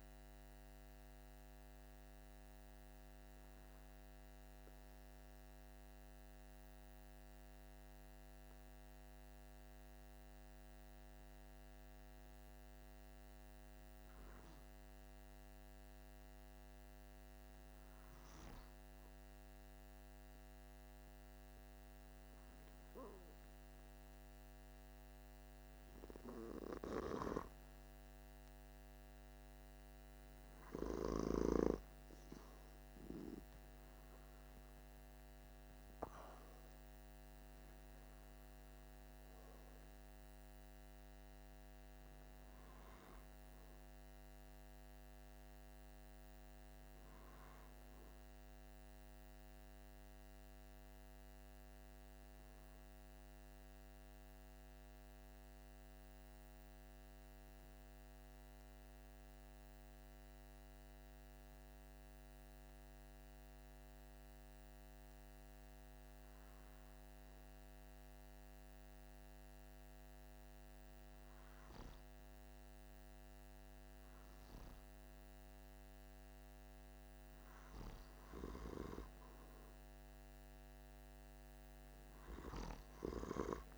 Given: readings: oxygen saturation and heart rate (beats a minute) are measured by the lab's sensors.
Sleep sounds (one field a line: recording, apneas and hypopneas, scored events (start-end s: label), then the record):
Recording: breathing in sleep by a microphone on the trachea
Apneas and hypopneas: 2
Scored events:
6.50-27.00 s: hypopnea (oxygen 97% before, 94% lowest, heart rate 48 before, 44 extreme, up 3 after)
31.00-36.50 s: arousal
55.00-73.00 s: hypopnea (oxygen 98% before, 95% lowest, heart rate 48 before, 46 extreme, up 2 after)
75.00-79.50 s: arousal
From the record:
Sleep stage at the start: N2 (light sleep)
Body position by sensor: on the back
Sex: male